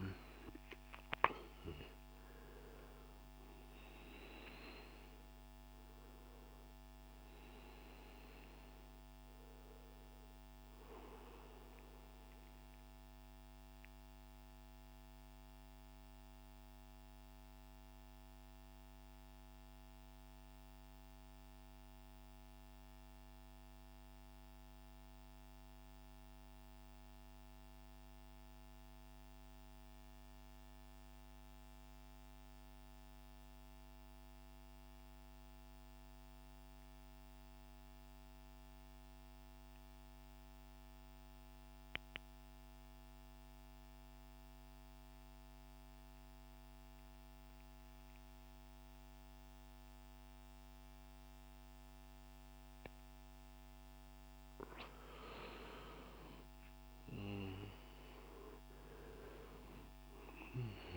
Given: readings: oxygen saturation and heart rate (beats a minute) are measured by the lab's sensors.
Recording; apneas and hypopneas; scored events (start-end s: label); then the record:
breathing in sleep by a microphone on the trachea; 1
0.00-22.00 s: oxygen desaturation (device-marked, oxygen 86% lowest, heart rate 56 extreme)
11.00-53.50 s: mixed apnea (oxygen 96% before, 86% lowest, heart rate 71 before, 56 extreme, up 9 after)
43.00-60.97 s: oxygen desaturation (device-marked, oxygen 98% before, 87% lowest, heart rate 62 before, 57 extreme)
55.50-59.50 s: arousal
From the record:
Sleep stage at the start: N2 (light sleep); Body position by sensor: on the right side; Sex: male